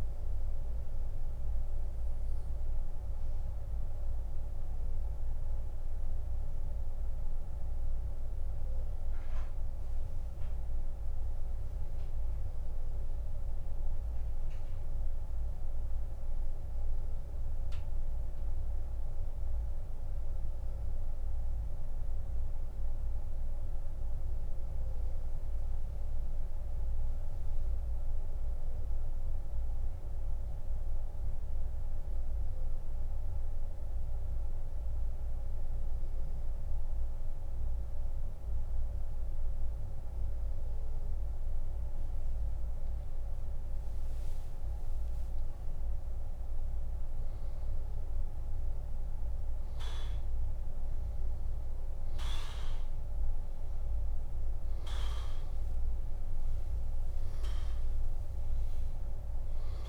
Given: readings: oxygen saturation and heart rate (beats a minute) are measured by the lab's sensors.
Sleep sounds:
breathing in sleep, hard to hear, by a room microphone; 1
8.50-41.50 s: central apnea (oxygen 98% before, 89% lowest, heart rate 82 before, 69 extreme, up 17 after)
22.00-50.00 s: oxygen desaturation (device-marked, oxygen 95% before, 89% lowest, heart rate 83 before, 69 extreme)
44.50-48.00 s: arousal
From the record:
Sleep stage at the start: N2 (light sleep); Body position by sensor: on the back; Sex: male

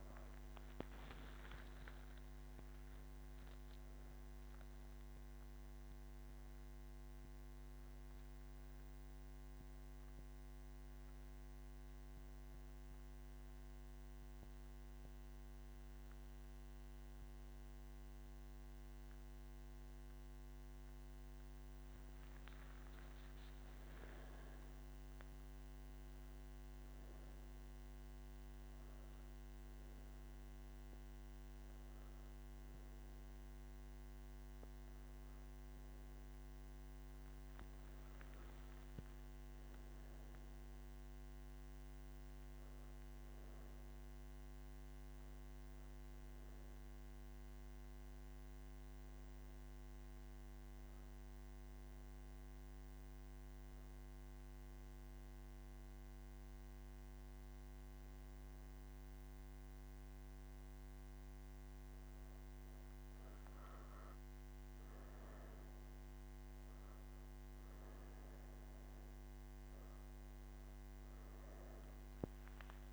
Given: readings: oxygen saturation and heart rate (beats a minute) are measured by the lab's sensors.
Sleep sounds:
breathing in sleep, hard to hear, by a microphone on the trachea; 1
15.00-72.93 s: new sleep stage, N1 (lightest sleep)
51.50-63.50 s: obstructive apnea (oxygen 98% before, 95% lowest)
From the record:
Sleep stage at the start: N3 (deep sleep); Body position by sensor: on the right side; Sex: female

